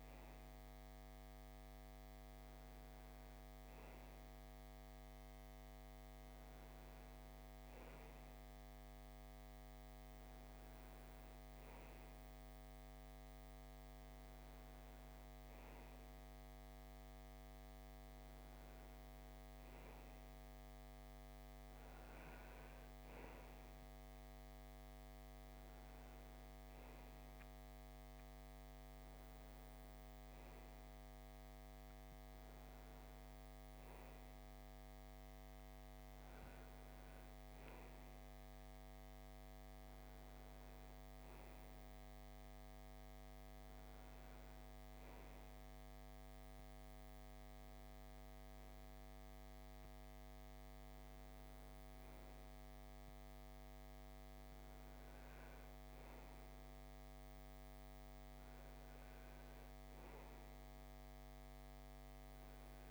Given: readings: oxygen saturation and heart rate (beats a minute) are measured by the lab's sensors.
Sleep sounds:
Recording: breathing in sleep, hard to hear, by a microphone on the trachea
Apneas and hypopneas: none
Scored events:
none scored
From the record:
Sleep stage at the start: N2 (light sleep)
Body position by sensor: on the right side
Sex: male

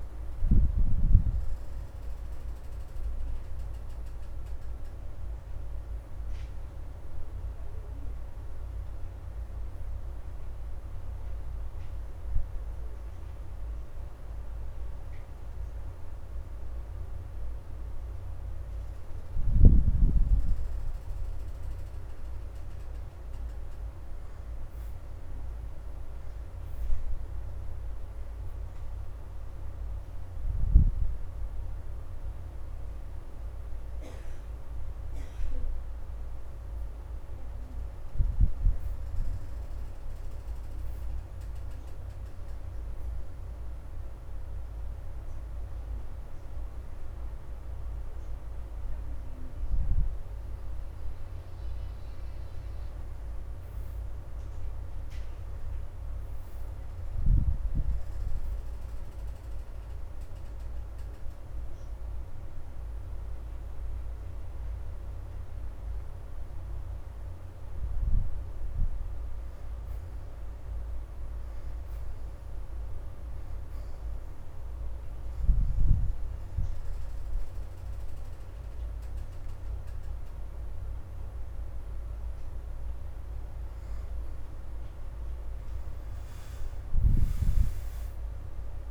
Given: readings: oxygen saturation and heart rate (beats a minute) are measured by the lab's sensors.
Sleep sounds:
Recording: breathing in sleep, hard to hear, by a room microphone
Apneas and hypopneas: 4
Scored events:
3.00-12.00 s: oxygen desaturation (device-marked, oxygen 89% before, 81% lowest, heart rate 89 before, 78 extreme)
11.00-88.91 s: new sleep stage, N2 (light sleep)
14.00-24.50 s: hypopnea (oxygen 89% before, 73% lowest, heart rate 88 before, 80 extreme, up 9 after)
27.00-31.00 s: arousal
34.00-43.00 s: oxygen desaturation (device-marked, oxygen 85% before, 76% lowest, heart rate 81 before, 82 extreme)
42.00-53.00 s: hypopnea (oxygen 87% before, 68% lowest, heart rate 84 before, 77 extreme, up 2 after)
45.00-57.00 s: oxygen desaturation (device-marked, oxygen 83% before, 77% lowest, heart rate 85 before, 77 extreme)
54.50-57.00 s: arousal
59.00-69.00 s: hypopnea (oxygen 85% before, 68% lowest, heart rate 86 before, 77 extreme, up 3 after)
59.00-75.00 s: oxygen desaturation (device-marked, oxygen 84% before, 73% lowest, heart rate 86 before, 77 extreme)
74.50-84.50 s: hypopnea (oxygen 84% before, 68% lowest, heart rate 82 before, 76 extreme, up 6 after)
77.00-88.91 s: oxygen desaturation (device-marked, oxygen 82% before, 74% lowest, heart rate 82 before, 76 extreme)
From the record:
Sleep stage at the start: N1 (lightest sleep)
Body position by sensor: on the back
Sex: female

